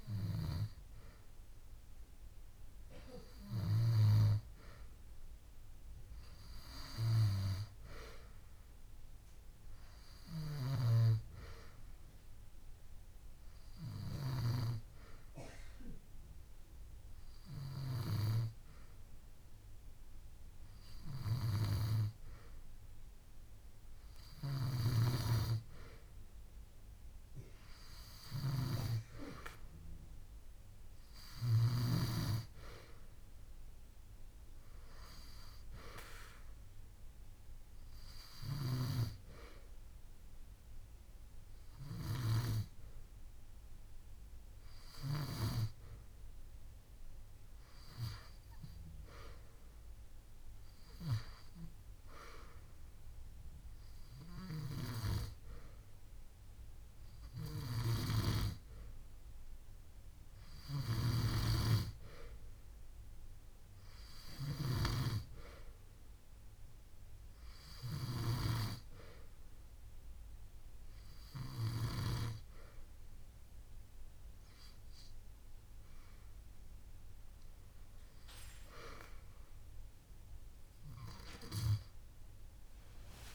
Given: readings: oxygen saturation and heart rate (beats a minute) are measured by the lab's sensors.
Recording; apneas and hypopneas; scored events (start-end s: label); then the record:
breathing in sleep by a room microphone; none
none scored
From the record:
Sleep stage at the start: N2 (light sleep); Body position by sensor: on the back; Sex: female